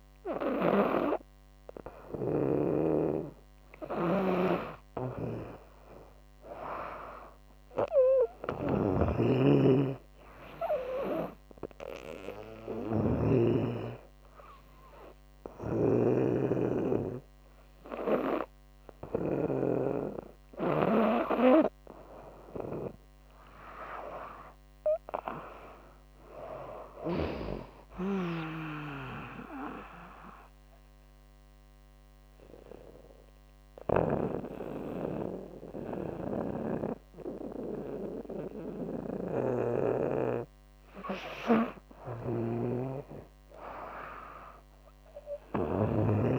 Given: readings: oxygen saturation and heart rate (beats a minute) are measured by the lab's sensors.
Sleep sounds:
breathing in sleep by a microphone on the trachea; 2
0.00-12.50 s: snoring (device-marked)
9.50-20.50 s: hypopnea (oxygen 99% before, 95% lowest, heart rate 76 before, 64 extreme, up 9 after)
14.50-18.50 s: snoring (device-marked)
22.00-25.50 s: arousal
27.00-46.39 s: snoring (device-marked)
29.50-40.50 s: central apnea (oxygen 98% before, 95% lowest, heart rate 77 before, 64 extreme, up 14 after)
42.50-45.50 s: arousal
From the record:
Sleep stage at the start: N2 (light sleep); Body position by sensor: on the back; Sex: female

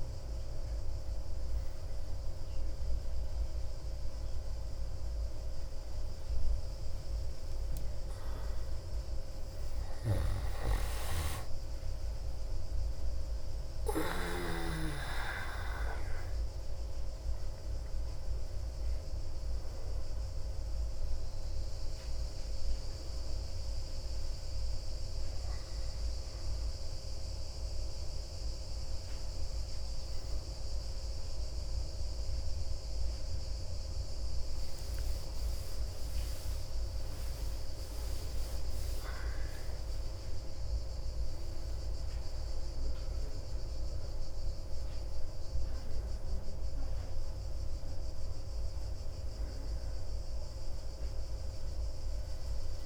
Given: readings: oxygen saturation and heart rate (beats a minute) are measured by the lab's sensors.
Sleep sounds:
a person awake in a sleep study, by a room microphone; none
0.50-52.86 s: new sleep stage, awake
10.50-14.50 s: snoring (device-marked)
From the record:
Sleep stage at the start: N2 (light sleep); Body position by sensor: on the back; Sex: male

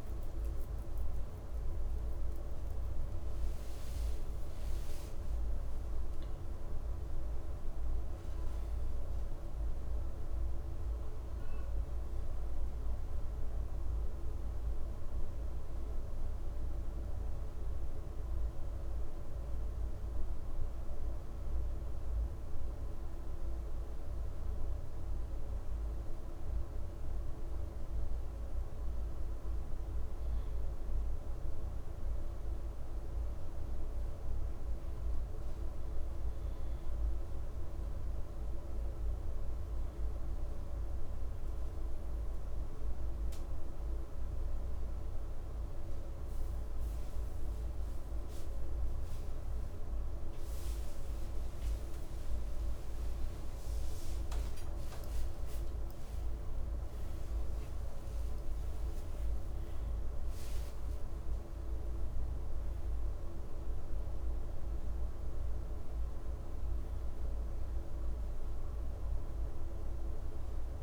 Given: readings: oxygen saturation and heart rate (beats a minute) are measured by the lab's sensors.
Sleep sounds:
breathing in sleep, hard to hear, by a room microphone; none
0.00-5.00 s: arousal
55.00-61.00 s: arousal
From the record:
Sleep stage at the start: N2 (light sleep); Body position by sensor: on the back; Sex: male

